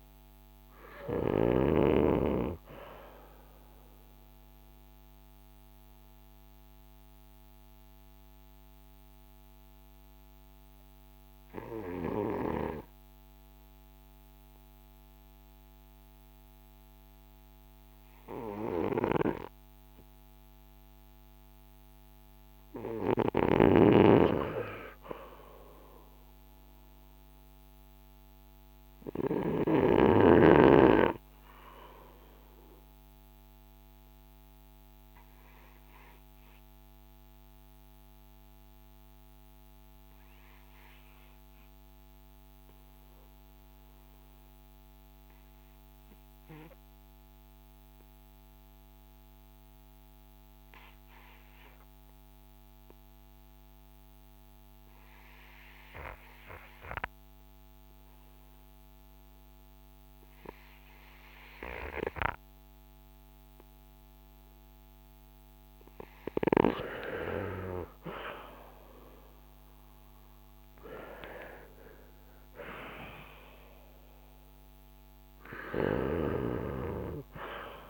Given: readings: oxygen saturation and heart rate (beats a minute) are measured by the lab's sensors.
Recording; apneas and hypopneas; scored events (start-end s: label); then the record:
breathing in sleep by a microphone on the trachea; 2
0.00-32.00 s: oxygen desaturation (device-marked, oxygen 72% lowest, heart rate 46 extreme)
3.50-23.00 s: mixed apnea (oxygen 90% before, 72% lowest, heart rate 68 before, 49 extreme, up 5 after)
25.00-28.50 s: arousal
34.00-66.50 s: obstructive apnea (oxygen 98% before, 77% lowest, heart rate 53 before, 49 extreme, up 14 after)
60.00-77.90 s: oxygen desaturation (device-marked, oxygen 92% before, 77% lowest, heart rate 50 before, 45 extreme)
69.50-74.50 s: arousal
From the record:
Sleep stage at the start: REM sleep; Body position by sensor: on the front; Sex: male